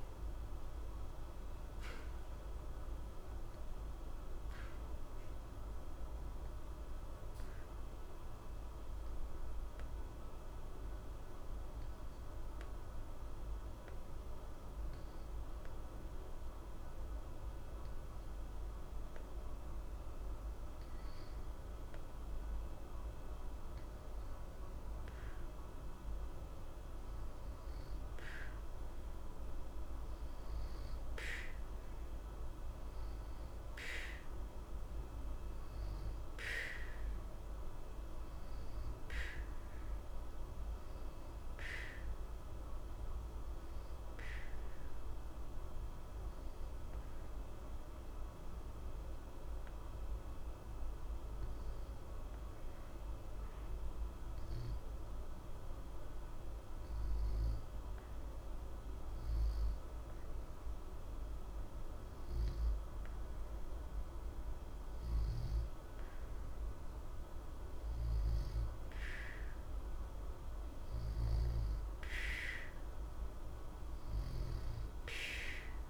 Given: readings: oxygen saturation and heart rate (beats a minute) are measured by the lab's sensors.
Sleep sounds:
breathing in sleep, hard to hear, by a room microphone; 2
0.00-16.50 s: oxygen desaturation (device-marked, oxygen 87% lowest, heart rate 61 extreme)
4.00-25.00 s: obstructive apnea (oxygen 96% before, 87% lowest, heart rate 61 before, 61 extreme, up 0 after)
27.00-32.00 s: arousal
32.50-57.50 s: oxygen desaturation (device-marked, oxygen 94% before, 89% lowest, heart rate 61 before, 61 extreme)
45.00-63.50 s: obstructive apnea (oxygen 94% before, 88% lowest, heart rate 61 before, 61 extreme, up 0 after)
66.00-70.50 s: arousal
From the record:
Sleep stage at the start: N2 (light sleep); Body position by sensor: on the back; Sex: male

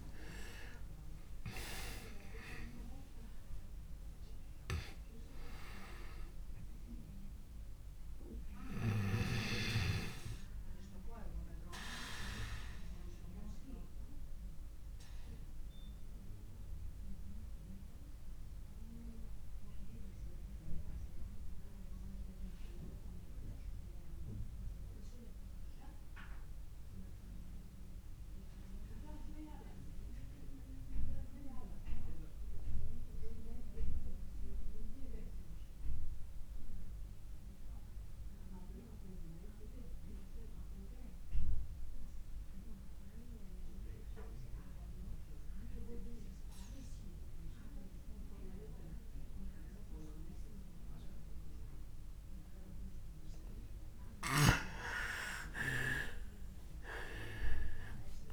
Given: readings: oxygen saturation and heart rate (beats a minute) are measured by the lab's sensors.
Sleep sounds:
breathing in sleep by a room microphone; 1
0.00-2.50 s: arousal
0.00-30.00 s: oxygen desaturation (device-marked, oxygen 86% lowest)
12.50-53.00 s: obstructive apnea (oxygen 99% before, 85% lowest)
48.00-58.33 s: oxygen desaturation (device-marked, oxygen 99% before, 85% lowest)
55.50-58.33 s: arousal
From the record:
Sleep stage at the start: N2 (light sleep); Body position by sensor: on the back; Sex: male

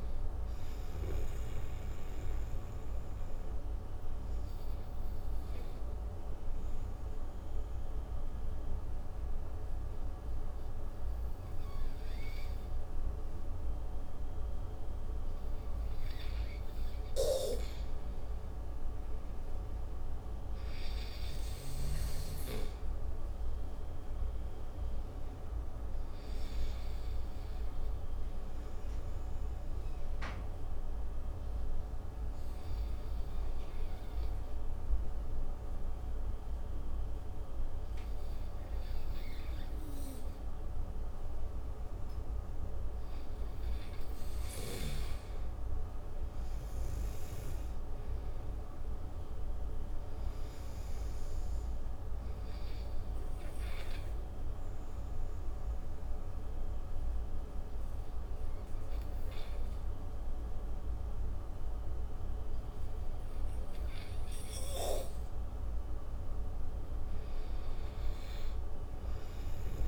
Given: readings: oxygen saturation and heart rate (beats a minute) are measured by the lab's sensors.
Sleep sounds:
breathing in sleep, hard to hear, by a room microphone; 3
1.00-16.00 s: oxygen desaturation (device-marked, oxygen 97% before, 89% lowest, heart rate 69 before, 62 extreme)
3.00-17.00 s: obstructive apnea (oxygen 97% before, 89% lowest, heart rate 70 before, 63 extreme, up 13 after)
20.00-23.00 s: arousal
22.00-40.00 s: oxygen desaturation (device-marked, oxygen 97% before, 90% lowest, heart rate 68 before, 45 extreme)
28.50-43.50 s: obstructive apnea (oxygen 97% before, 90% lowest, heart rate 70 before, 45 extreme, up 10 after)
45.50-49.00 s: arousal
52.00-65.00 s: oxygen desaturation (device-marked, oxygen 96% before, 90% lowest, heart rate 68 before, 46 extreme)
53.00-65.50 s: obstructive apnea (oxygen 96% before, 89% lowest, heart rate 69 before, 46 extreme, up 23 after)
68.00-69.88 s: arousal
From the record:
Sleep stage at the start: N2 (light sleep); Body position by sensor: on the right side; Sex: male

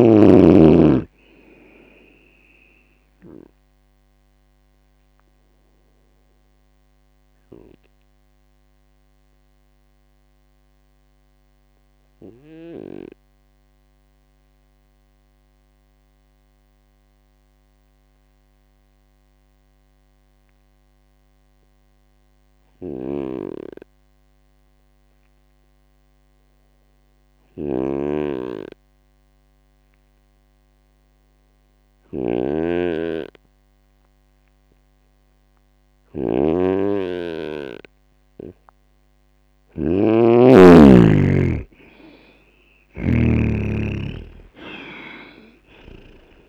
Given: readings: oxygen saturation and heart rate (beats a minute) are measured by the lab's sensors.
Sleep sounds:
breathing in sleep by a microphone on the trachea; 1
4.00-36.50 s: obstructive apnea (oxygen 97% before, 92% lowest, heart rate 69 before, 63 extreme, up 9 after)
21.00-30.00 s: oxygen desaturation (device-marked, oxygen 96% before, 93% lowest, heart rate 69 before, 63 extreme)
23.00-46.49 s: snoring (device-marked)
39.50-44.00 s: arousal
44.00-46.49 s: oxygen desaturation (device-marked, oxygen 98% before, 94% lowest, heart rate 67 before, 63 extreme)
From the record:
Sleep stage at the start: N2 (light sleep); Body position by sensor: on the right side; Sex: male

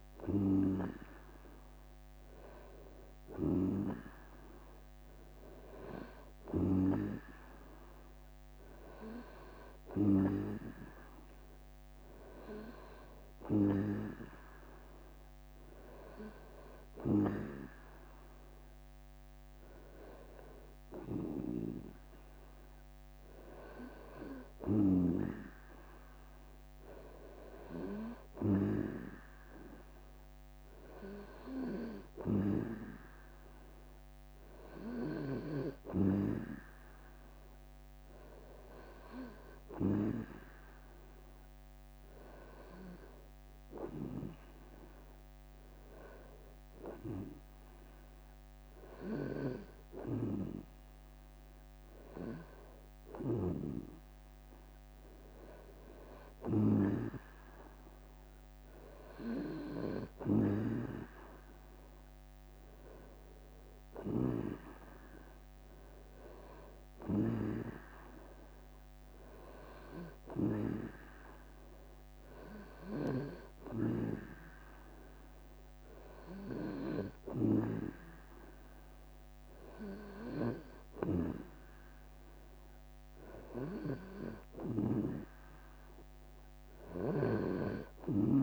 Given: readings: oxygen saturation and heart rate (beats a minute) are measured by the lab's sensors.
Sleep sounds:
breathing in sleep by a microphone on the trachea; none
24.50-26.50 s: long interval between heartbeats (device-marked, heart rate 72 before, 83 extreme)
41.00-53.00 s: drop in pulse transit time (device-marked, heart rate 77 before, 76 extreme)
60.00-88.43 s: new sleep stage, REM sleep
67.50-69.50 s: long interval between heartbeats (device-marked, heart rate 77 before, 69 extreme)
From the record:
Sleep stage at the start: N2 (light sleep); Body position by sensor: on the right side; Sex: male

